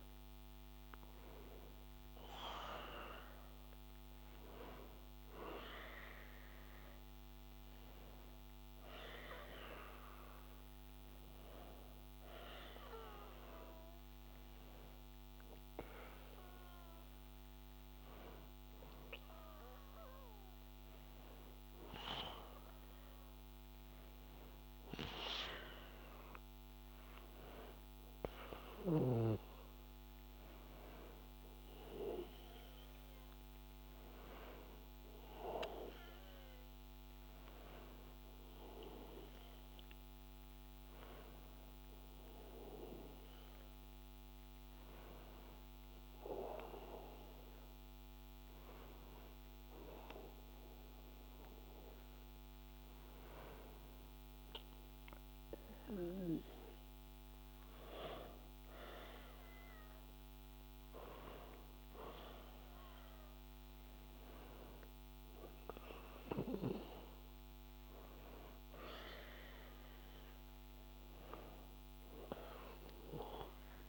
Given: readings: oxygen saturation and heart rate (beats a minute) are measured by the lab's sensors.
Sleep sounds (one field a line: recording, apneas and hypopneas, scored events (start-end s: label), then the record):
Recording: a person partly awake in a sleep study, by a microphone on the trachea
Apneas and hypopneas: none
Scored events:
2.50-73.89 s: new sleep stage, N1 (lightest sleep)
From the record:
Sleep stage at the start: awake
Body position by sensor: on the back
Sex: male